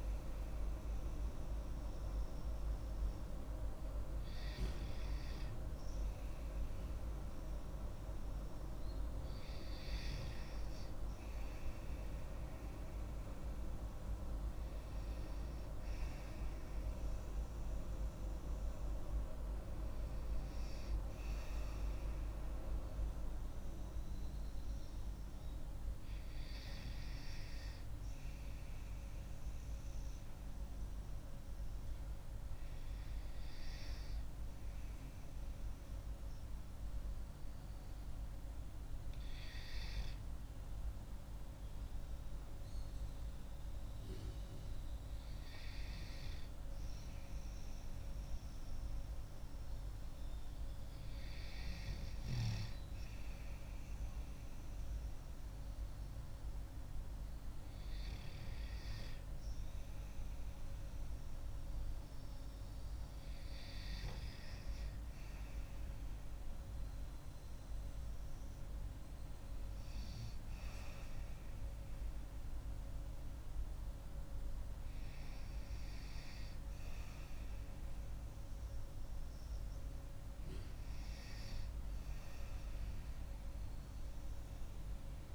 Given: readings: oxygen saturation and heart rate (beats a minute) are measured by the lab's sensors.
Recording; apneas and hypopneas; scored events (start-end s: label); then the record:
breathing in sleep by a room microphone; 1
23.50-28.50 s: arousal
35.50-49.50 s: hypopnea (oxygen 95% before, 94% lowest)
52.00-56.00 s: arousal
From the record:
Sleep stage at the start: N2 (light sleep); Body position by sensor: on the back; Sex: female